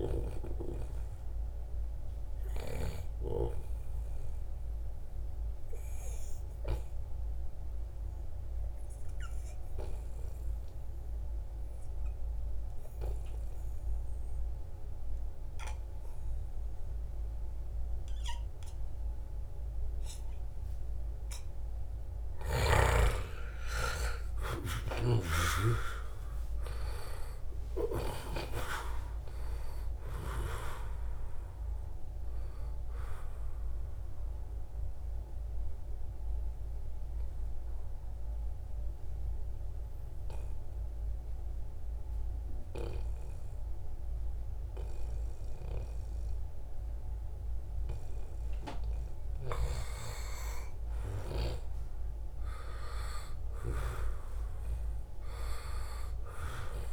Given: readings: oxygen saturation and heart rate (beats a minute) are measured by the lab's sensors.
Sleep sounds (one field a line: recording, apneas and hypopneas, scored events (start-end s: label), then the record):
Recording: breathing in sleep by a room microphone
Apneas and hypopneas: 2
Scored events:
0.00-7.00 s: oxygen desaturation (device-marked, oxygen 90% lowest, heart rate 74 extreme)
5.50-21.00 s: obstructive apnea (oxygen 95% before, 89% lowest, heart rate 82 before, 74 extreme, up 14 after)
21.00-50.00 s: oxygen desaturation (device-marked, oxygen 96% before, 89% lowest, heart rate 77 before, 73 extreme)
23.00-27.00 s: arousal
28.00-30.00 s: long interval between heartbeats (device-marked, heart rate 76 before, 88 extreme)
38.00-48.50 s: obstructive apnea (oxygen 96% before, 89% lowest, heart rate 81 before, 74 extreme, up 3 after)
50.00-54.50 s: arousal
From the record:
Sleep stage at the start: N2 (light sleep)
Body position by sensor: on the back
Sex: male